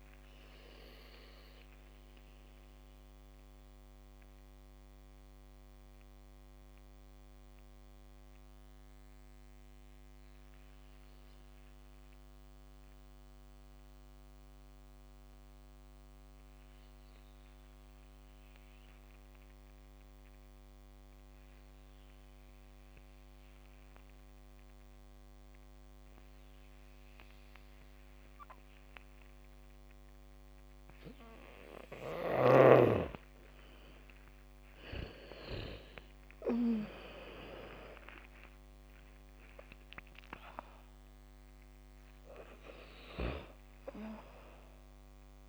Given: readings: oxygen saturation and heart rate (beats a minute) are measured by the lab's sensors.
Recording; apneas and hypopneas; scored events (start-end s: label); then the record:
breathing in sleep by a microphone on the trachea; 1
0.00-15.00 s: oxygen desaturation (device-marked, oxygen 78% lowest, heart rate 45 extreme)
1.00-32.00 s: mixed apnea (oxygen 99% before, 78% lowest, heart rate 65 before, 45 extreme, up 2 after)
21.00-45.49 s: oxygen desaturation (device-marked, oxygen 100% before, 79% lowest, heart rate 76 before, 45 extreme)
28.00-30.00 s: bradycardia (device-marked, heart rate 73 before, 60 extreme)
32.00-38.00 s: bradycardia (device-marked, heart rate 73 before, 45 extreme)
34.50-39.50 s: arousal
From the record:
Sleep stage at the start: N2 (light sleep); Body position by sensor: on the back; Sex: female